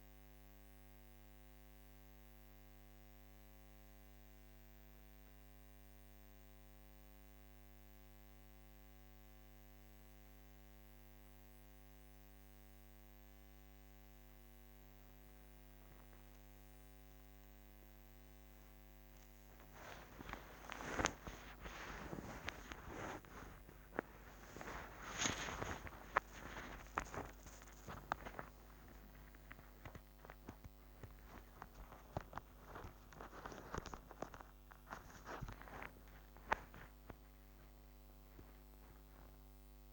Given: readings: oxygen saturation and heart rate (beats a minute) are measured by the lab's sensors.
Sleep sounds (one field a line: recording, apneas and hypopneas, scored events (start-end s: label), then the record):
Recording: a person partly awake in a sleep study, by a microphone on the trachea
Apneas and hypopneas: none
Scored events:
21.50-39.93 s: new sleep stage, awake
From the record:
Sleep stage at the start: N1 (lightest sleep)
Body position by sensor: on the back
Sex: female